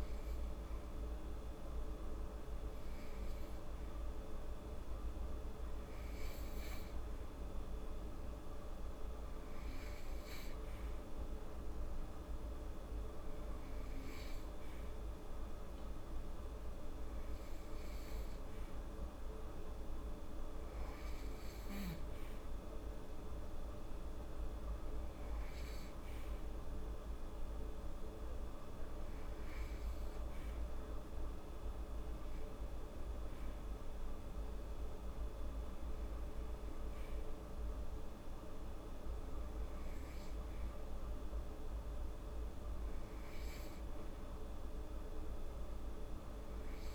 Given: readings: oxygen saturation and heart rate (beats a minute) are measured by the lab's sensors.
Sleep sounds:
breathing in sleep, hard to hear, by a room microphone; none
none scored
From the record:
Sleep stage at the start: N2 (light sleep); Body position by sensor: on the right side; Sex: female

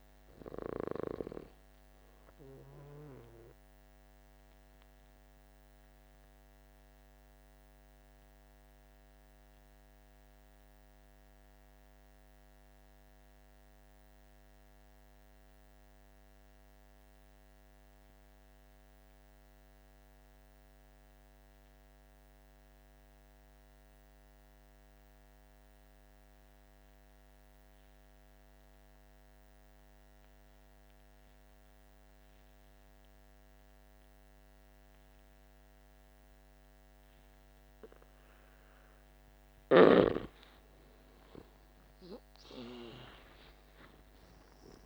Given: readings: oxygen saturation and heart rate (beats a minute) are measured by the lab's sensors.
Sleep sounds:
breathing in sleep by a microphone on the trachea; 1
0.00-15.00 s: oxygen desaturation (device-marked, oxygen 85% lowest, heart rate 48 extreme)
4.50-38.00 s: obstructive apnea (oxygen 97% before, 85% lowest, heart rate 59 before, 47 extreme, up 9 after)
31.00-44.86 s: oxygen desaturation (device-marked, oxygen 99% before, 87% lowest, heart rate 50 before, 47 extreme)
40.50-44.86 s: arousal
From the record:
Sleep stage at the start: N2 (light sleep); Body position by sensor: on the back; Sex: male

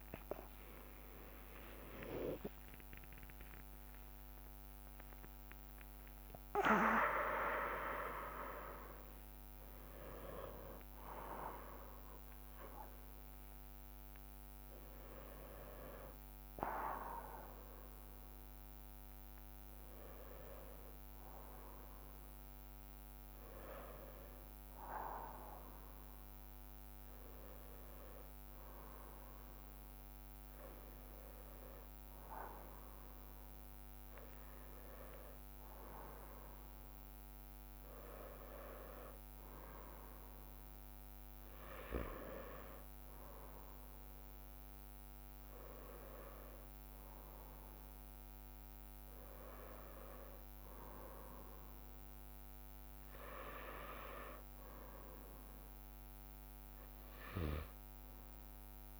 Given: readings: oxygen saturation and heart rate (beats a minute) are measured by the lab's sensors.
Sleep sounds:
a person partly awake in a sleep study, by a microphone on the trachea; none
0.00-2.00 s: long interval between heartbeats (device-marked, heart rate 108 before, 136 extreme)
0.00-16.00 s: drop in pulse transit time (device-marked, heart rate 108 before, 39 extreme)
2.00-7.00 s: bradycardia (device-marked, heart rate 60 before, 39 extreme)
3.00-59.00 s: new sleep stage, N1 (lightest sleep)
10.00-12.00 s: long interval between heartbeats (device-marked, heart rate 100 before, 66 extreme)
32.00-41.00 s: drop in pulse transit time (device-marked, heart rate 72 before, 64 extreme)
54.00-59.00 s: drop in pulse transit time (device-marked, heart rate 64 before, 60 extreme)
From the record:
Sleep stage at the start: awake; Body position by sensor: on the right side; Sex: male

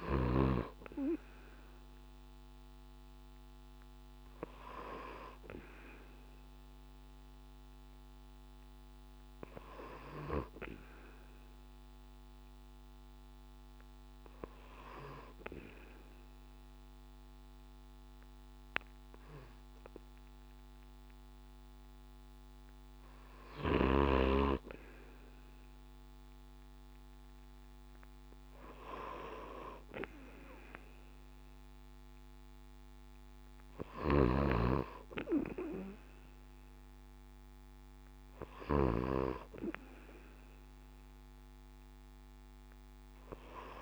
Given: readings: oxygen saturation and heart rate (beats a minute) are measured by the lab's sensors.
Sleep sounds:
breathing in sleep by a microphone on the trachea; none
33.50-39.00 s: snoring (device-marked)
42.50-43.82 s: arousal
From the record:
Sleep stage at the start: N2 (light sleep); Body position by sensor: on the back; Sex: male

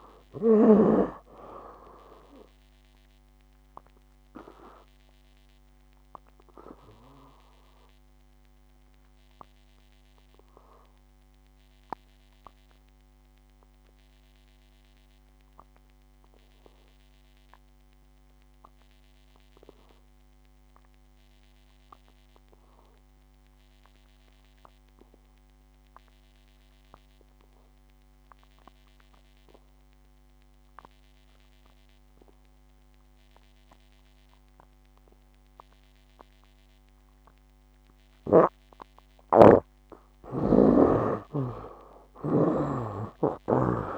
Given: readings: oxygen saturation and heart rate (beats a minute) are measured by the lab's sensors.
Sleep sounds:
breathing in sleep by a microphone on the trachea; 1
0.00-26.00 s: oxygen desaturation (device-marked, oxygen 68% lowest, heart rate 58 extreme)
3.00-39.50 s: obstructive apnea (oxygen 98% before, 68% lowest, heart rate 68 before, 58 extreme, up 17 after)
37.00-43.98 s: oxygen desaturation (device-marked, oxygen 97% before, 68% lowest, heart rate 60 before, 60 extreme)
39.50-43.98 s: snoring (device-marked)
42.50-43.98 s: arousal
From the record:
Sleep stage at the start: N2 (light sleep); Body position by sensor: on the back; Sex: male

